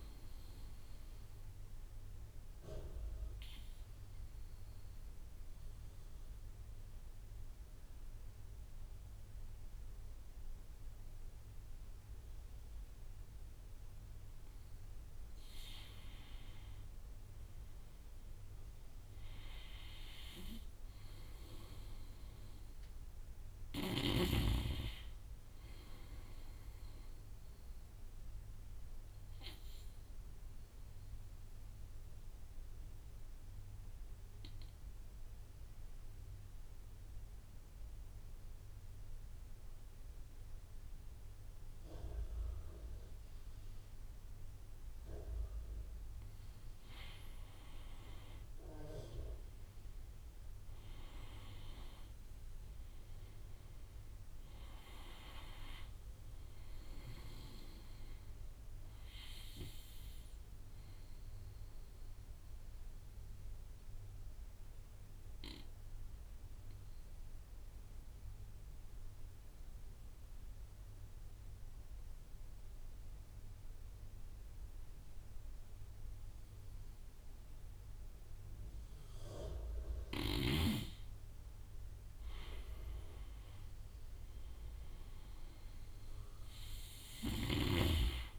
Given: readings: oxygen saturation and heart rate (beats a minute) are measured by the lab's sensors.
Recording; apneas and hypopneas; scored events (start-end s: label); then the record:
breathing in sleep by a room microphone; 3
0.50-14.00 s: obstructive apnea (oxygen 93% before, 88% lowest)
16.50-35.50 s: oxygen desaturation (device-marked, oxygen 95% before, 90% lowest)
17.00-20.50 s: arousal
28.50-44.50 s: obstructive apnea (oxygen 95% before, 88% lowest)
41.50-70.50 s: oxygen desaturation (device-marked, oxygen 95% before, 88% lowest)
47.00-50.50 s: arousal
60.50-79.50 s: obstructive apnea (oxygen 95% before, 88% lowest)
79.50-88.38 s: oxygen desaturation (device-marked, oxygen 97% before, 89% lowest)
81.00-84.50 s: arousal
86.50-88.38 s: snoring (device-marked)
From the record:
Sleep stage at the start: N2 (light sleep); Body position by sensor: on the right side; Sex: male